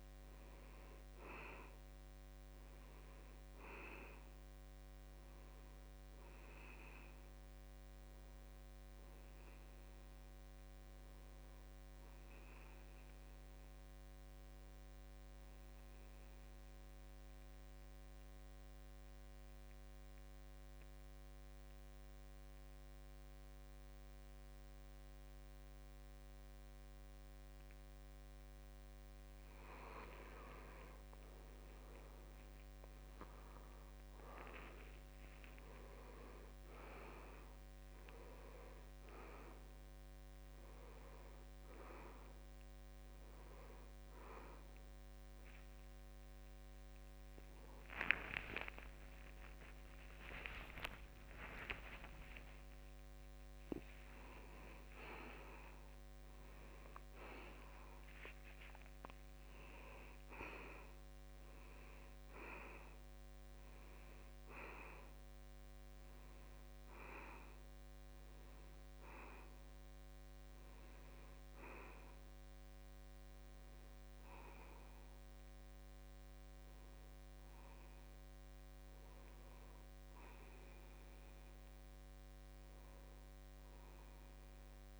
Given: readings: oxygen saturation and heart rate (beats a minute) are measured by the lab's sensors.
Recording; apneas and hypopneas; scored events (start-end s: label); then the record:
breathing in sleep by a microphone on the trachea; 1
0.00-11.00 s: oxygen desaturation (device-marked, oxygen 79% lowest, heart rate 69 extreme)
11.00-41.00 s: new sleep stage, N2 (light sleep)
16.50-29.00 s: mixed apnea (oxygen 98% before, 91% lowest, heart rate 75 before, 69 extreme, up 17 after)
30.00-34.00 s: arousal
30.50-32.50 s: long interval between heartbeats (device-marked, heart rate 71 before, 79 extreme)
32.00-53.00 s: oxygen desaturation (device-marked, oxygen 97% before, 91% lowest, heart rate 72 before, 72 extreme)
41.00-85.00 s: new sleep stage, N1 (lightest sleep)
50.00-52.00 s: long interval between heartbeats (device-marked, heart rate 80 before, 120 extreme)
51.50-57.00 s: arousal
From the record:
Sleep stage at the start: N1 (lightest sleep); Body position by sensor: on the back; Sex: male